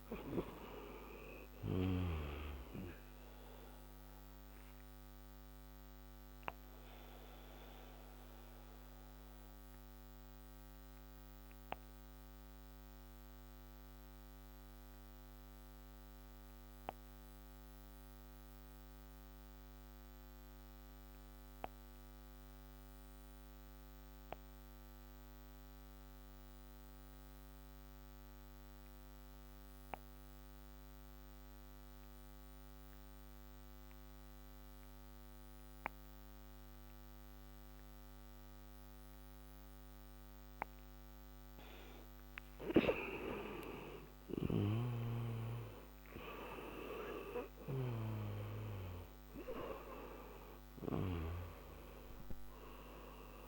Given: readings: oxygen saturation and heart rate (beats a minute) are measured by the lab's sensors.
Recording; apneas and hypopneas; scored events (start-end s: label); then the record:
breathing in sleep by a microphone on the trachea; 1
3.00-40.00 s: obstructive apnea (oxygen 98% before, 87% lowest)
7.50-25.50 s: oxygen desaturation (device-marked, oxygen 95% before, 87% lowest, heart rate 64 before, 26 extreme)
43.50-47.50 s: arousal
From the record:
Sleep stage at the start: N2 (light sleep); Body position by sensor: on the back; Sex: male